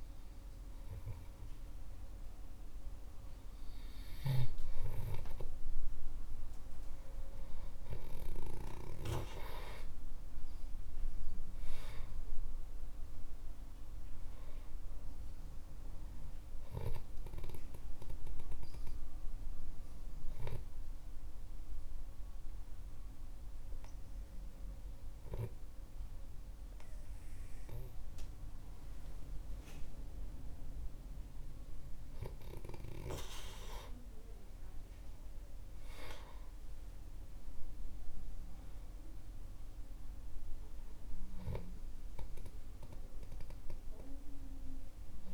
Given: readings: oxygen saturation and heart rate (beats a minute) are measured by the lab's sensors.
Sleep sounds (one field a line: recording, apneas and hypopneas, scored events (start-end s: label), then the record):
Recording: breathing in sleep by a room microphone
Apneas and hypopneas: 1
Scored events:
10.50-15.00 s: arousal
19.50-31.50 s: hypopnea (oxygen 96% before, 94% lowest, heart rate 62 before, 49 extreme, up 10 after)
34.50-39.00 s: arousal
From the record:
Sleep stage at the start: N2 (light sleep)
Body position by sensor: on the back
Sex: male